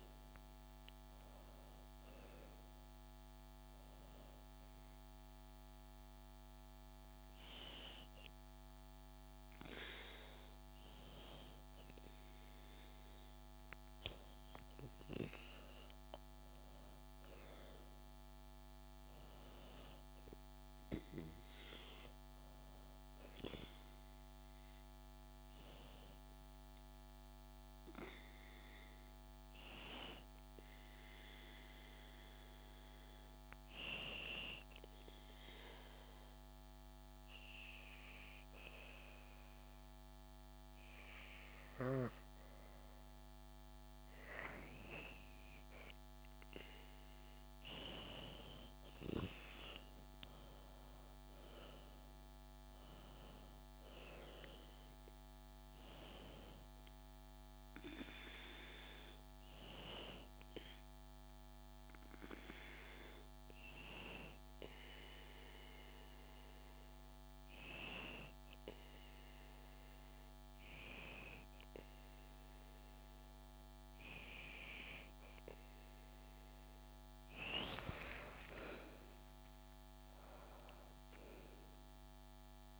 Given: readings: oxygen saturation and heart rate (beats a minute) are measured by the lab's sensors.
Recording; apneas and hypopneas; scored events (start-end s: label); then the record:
breathing in sleep by a microphone on the trachea; 3
2.50-14.00 s: hypopnea (oxygen 97% before, 94% lowest, heart rate 73 before, 67 extreme, up 12 after)
15.50-19.00 s: arousal
31.00-42.50 s: obstructive apnea (oxygen 97% before, 94% lowest, heart rate 73 before, 67 extreme, up 4 after)
49.50-52.50 s: arousal
62.50-76.00 s: hypopnea (oxygen 96% before, 95% lowest, heart rate 73 before, 65 extreme, up 12 after)
From the record:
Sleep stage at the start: N2 (light sleep); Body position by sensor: on the back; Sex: female